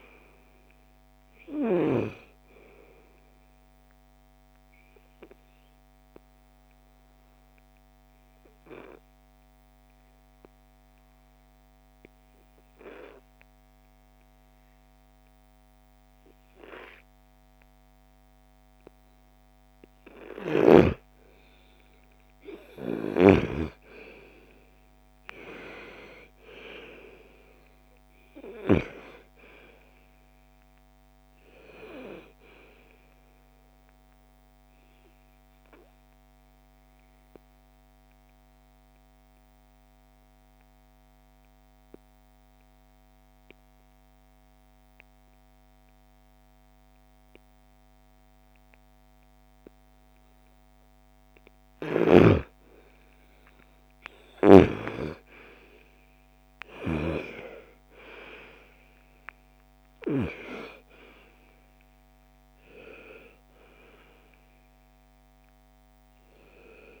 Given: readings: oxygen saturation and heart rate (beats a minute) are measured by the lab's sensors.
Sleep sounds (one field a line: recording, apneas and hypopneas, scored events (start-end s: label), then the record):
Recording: breathing in sleep by a microphone on the trachea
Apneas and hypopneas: 2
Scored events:
0.00-15.50 s: oxygen desaturation (device-marked, oxygen 91% lowest, heart rate 37 extreme)
6.00-19.50 s: obstructive apnea (oxygen 98% before, 88% lowest, heart rate 55 before, 37 extreme, up 23 after)
20.00-23.50 s: snoring (device-marked)
22.00-27.00 s: arousal
28.50-39.50 s: oxygen desaturation (device-marked, oxygen 97% before, 90% lowest, heart rate 51 before, 46 extreme)
34.00-51.00 s: obstructive apnea (oxygen 98% before, 88% lowest, heart rate 53 before, 46 extreme, up 3 after)
52.50-67.00 s: oxygen desaturation (device-marked, oxygen 97% before, 88% lowest, heart rate 59 before, 47 extreme)
53.00-58.00 s: arousal
From the record:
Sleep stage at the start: N2 (light sleep)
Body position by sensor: on the right side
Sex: female